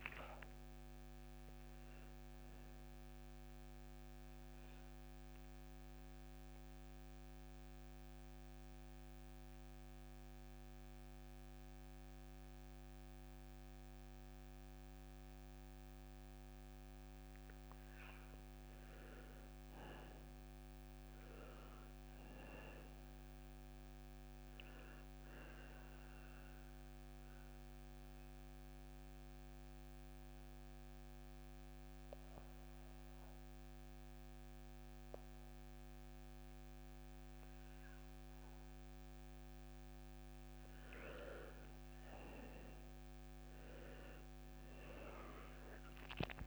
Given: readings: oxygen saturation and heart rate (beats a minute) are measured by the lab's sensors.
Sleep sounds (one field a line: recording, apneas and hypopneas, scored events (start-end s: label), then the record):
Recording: breathing in sleep, hard to hear, by a microphone on the trachea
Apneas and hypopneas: 2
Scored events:
0.00-22.00 s: oxygen desaturation (device-marked, oxygen 87% lowest)
3.50-17.00 s: mixed apnea (oxygen 97% before, 87% lowest)
19.50-23.50 s: arousal
24.00-35.00 s: oxygen desaturation (device-marked, oxygen 98% before, 90% lowest)
26.50-39.00 s: mixed apnea (oxygen 98% before, 86% lowest)
41.00-45.50 s: arousal
From the record:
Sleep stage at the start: N2 (light sleep)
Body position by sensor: on the back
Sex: male